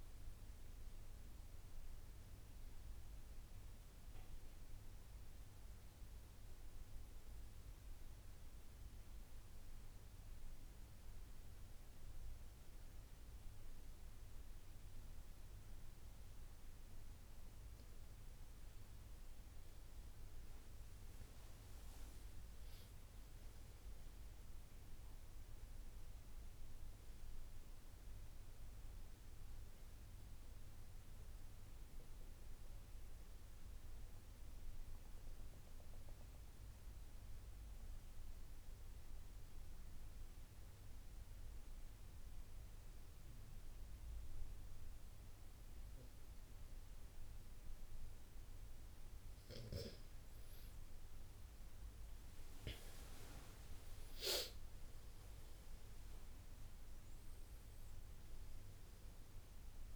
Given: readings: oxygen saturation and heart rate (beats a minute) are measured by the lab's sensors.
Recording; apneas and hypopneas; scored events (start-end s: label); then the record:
breathing in sleep, hard to hear, by a room microphone; 2
6.50-18.00 s: central apnea (oxygen 96% before, 91% lowest, heart rate 73 before, 72 extreme, up 20 after)
20.50-24.50 s: arousal
26.00-43.00 s: oxygen desaturation (device-marked, oxygen 95% before, 92% lowest, heart rate 79 before, 72 extreme)
38.00-49.50 s: obstructive apnea (oxygen 95% before, 91% lowest, heart rate 80 before, 75 extreme, up 13 after)
50.00-59.96 s: oxygen desaturation (device-marked, oxygen 96% before, 91% lowest, heart rate 76 before, 78 extreme)
51.00-59.96 s: new sleep stage, awake
From the record:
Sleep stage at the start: N2 (light sleep); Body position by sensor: on the right side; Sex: male